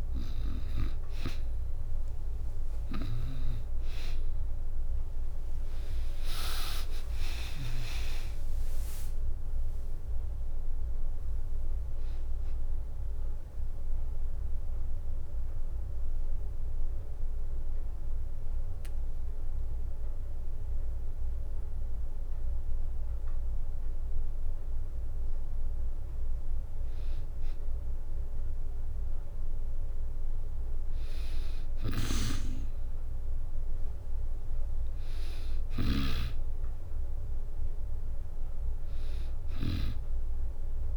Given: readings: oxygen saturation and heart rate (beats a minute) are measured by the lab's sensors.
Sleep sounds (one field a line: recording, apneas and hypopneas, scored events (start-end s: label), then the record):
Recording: breathing in sleep by a room microphone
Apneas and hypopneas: 1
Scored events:
3.00 s: drop in pulse transit time (device-marked)
5.50-9.50 s: arousal
6.00-23.00 s: drop in pulse transit time (device-marked, heart rate 68 before, 65 extreme)
13.50-25.50 s: obstructive apnea (oxygen 95% before, 92% lowest, heart rate 71 before, 62 extreme, up 0 after)
28.00-30.50 s: arousal
31.00-39.50 s: snoring (device-marked)
38.00-40.97 s: oxygen desaturation (device-marked, oxygen 99% before, 92% lowest, heart rate 65 before, 62 extreme)
From the record:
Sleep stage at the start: N2 (light sleep)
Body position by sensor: on the back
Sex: female